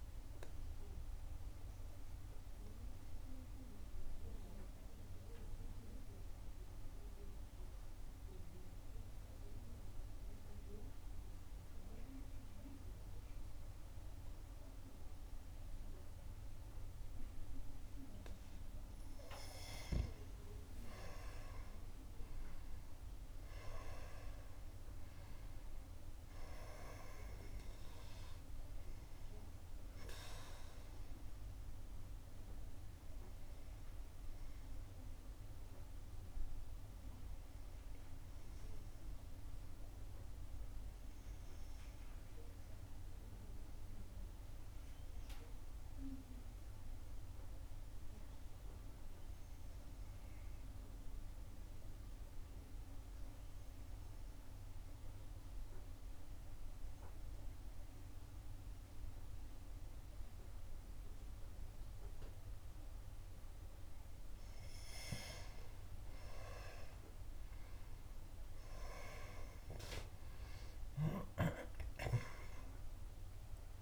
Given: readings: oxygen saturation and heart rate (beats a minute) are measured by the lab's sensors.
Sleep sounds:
breathing in sleep by a room microphone; 2
1.00-19.00 s: obstructive apnea (oxygen 97% before, 91% lowest, heart rate 62 before, 54 extreme, up 10 after)
6.50-24.50 s: oxygen desaturation (device-marked, oxygen 96% before, 92% lowest, heart rate 62 before, 54 extreme)
21.00-25.50 s: arousal
46.50-59.50 s: oxygen desaturation (device-marked, oxygen 94% before, 91% lowest, heart rate 59 before, 54 extreme)
48.50-63.00 s: obstructive apnea (oxygen 96% before, 90% lowest, heart rate 58 before, 50 extreme, up 6 after)
67.00-73.00 s: arousal
72.50-73.82 s: oxygen desaturation (device-marked, oxygen 97% before, 90% lowest, heart rate 62 before, 50 extreme)
From the record:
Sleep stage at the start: N2 (light sleep); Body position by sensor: on the back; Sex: female

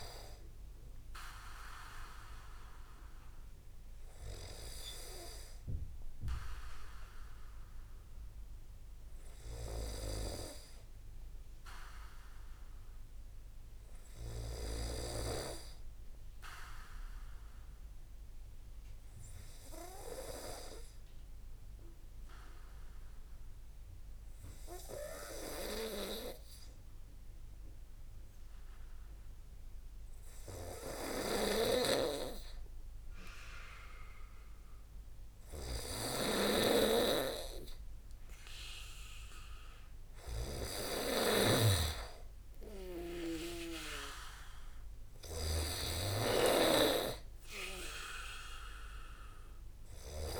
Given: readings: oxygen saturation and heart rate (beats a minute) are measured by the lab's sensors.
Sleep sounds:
breathing in sleep by a room microphone; 1
0.00-7.50 s: oxygen desaturation (device-marked, oxygen 89% lowest)
8.50-33.50 s: obstructive apnea (oxygen 97% before, 92% lowest)
34.50-38.00 s: arousal
35.50-50.40 s: oxygen desaturation (device-marked, oxygen 97% before, 92% lowest)
36.00-46.00 s: snoring (device-marked)
From the record:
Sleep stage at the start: N2 (light sleep); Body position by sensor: on the back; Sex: male

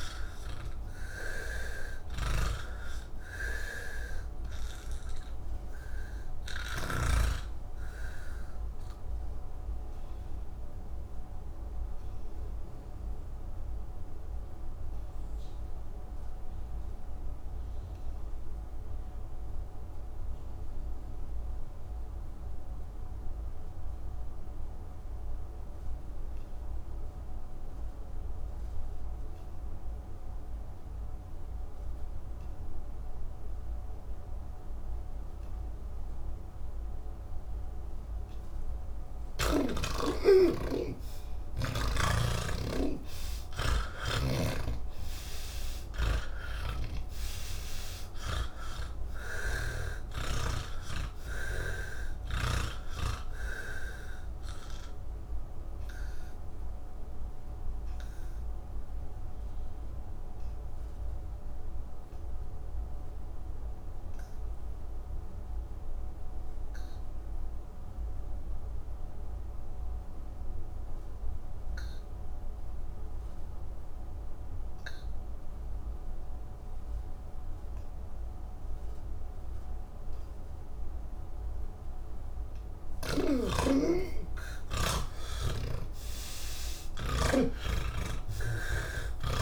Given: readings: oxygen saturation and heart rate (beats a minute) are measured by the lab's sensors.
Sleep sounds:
breathing in sleep by a room microphone; 2
0.00-7.00 s: snoring (device-marked)
0.00-23.00 s: oxygen desaturation (device-marked, oxygen 79% lowest, heart rate 80 extreme)
8.00-38.50 s: obstructive apnea (oxygen 98% before, 76% lowest, heart rate 129 before, 80 extreme)
25.00-73.00 s: oxygen desaturation (device-marked, oxygen 98% before, 76% lowest, heart rate 104 before, 63 extreme)
46.50-50.00 s: snoring (device-marked)
56.00-83.50 s: obstructive apnea (oxygen 97% before, 76% lowest, heart rate 127 before, 63 extreme, up 19 after)
82.00-89.42 s: oxygen desaturation (device-marked, oxygen 99% before, 80% lowest, heart rate 96 before, 63 extreme)
88.00-89.42 s: snoring (device-marked)
From the record:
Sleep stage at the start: N2 (light sleep); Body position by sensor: on the back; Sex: male

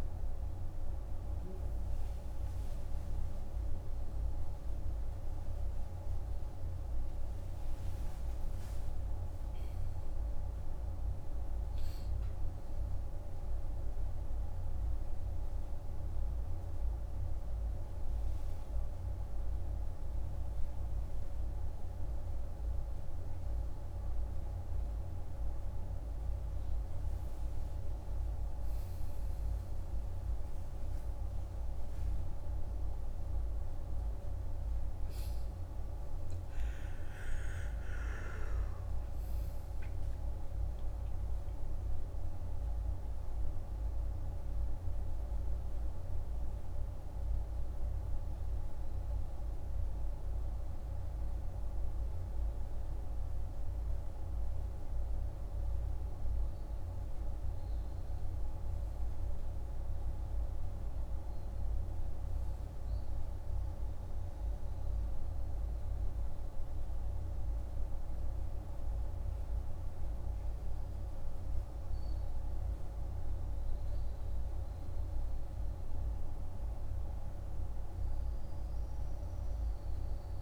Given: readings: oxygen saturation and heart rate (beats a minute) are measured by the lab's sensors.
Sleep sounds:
a person partly awake in a sleep study, hard to hear, by a room microphone; 1
10.50-40.50 s: new sleep stage, awake
40.50-80.41 s: new sleep stage, N1 (lightest sleep)
41.50-54.50 s: obstructive apnea (oxygen 98% before, 95% lowest, heart rate 59 before, 49 extreme, up 3 after)
56.00-59.50 s: arousal
From the record:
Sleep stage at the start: N1 (lightest sleep); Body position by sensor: on the back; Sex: male

